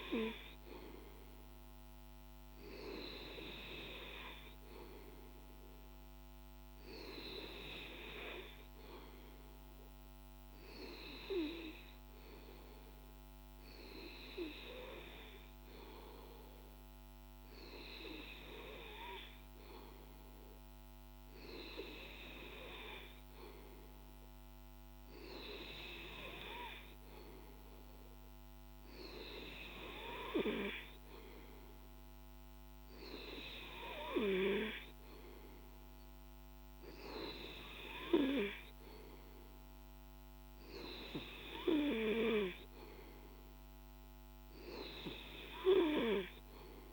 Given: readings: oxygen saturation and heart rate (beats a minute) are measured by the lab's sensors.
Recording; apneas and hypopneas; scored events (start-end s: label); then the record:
breathing in sleep by a microphone on the trachea; none
none scored
From the record:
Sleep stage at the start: N2 (light sleep); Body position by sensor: on the back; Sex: male